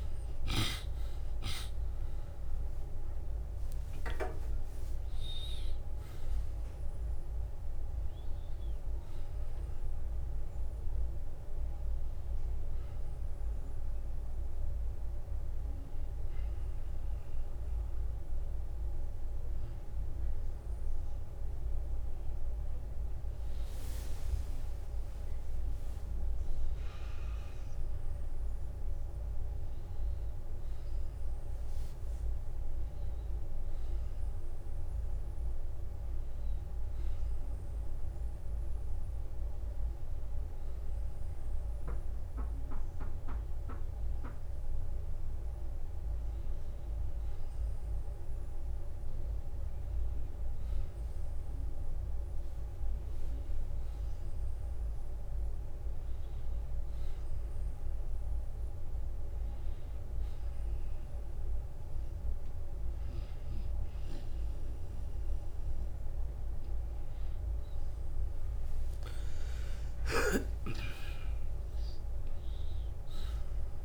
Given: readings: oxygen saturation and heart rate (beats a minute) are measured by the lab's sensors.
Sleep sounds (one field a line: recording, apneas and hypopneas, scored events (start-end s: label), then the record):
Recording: breathing in sleep, hard to hear, by a room microphone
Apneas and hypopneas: 1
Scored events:
4.00-6.00 s: long interval between heartbeats (device-marked, heart rate 64 before, 92 extreme)
4.50-9.00 s: arousal
12.50-22.50 s: hypopnea (oxygen 93% before, 89% lowest, heart rate 74 before, 50 extreme, up 19 after)
15.00-17.00 s: long interval between heartbeats (device-marked, heart rate 73 before, 65 extreme)
23.00-73.85 s: new sleep stage, N2 (light sleep)
23.50-28.00 s: arousal
28.50-30.50 s: long interval between heartbeats (device-marked, heart rate 64 before, 69 extreme)
45.50-47.50 s: long interval between heartbeats (device-marked, heart rate 61 before, 54 extreme)
70.50-73.85 s: arousal
From the record:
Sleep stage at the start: N1 (lightest sleep)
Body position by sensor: on the back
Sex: male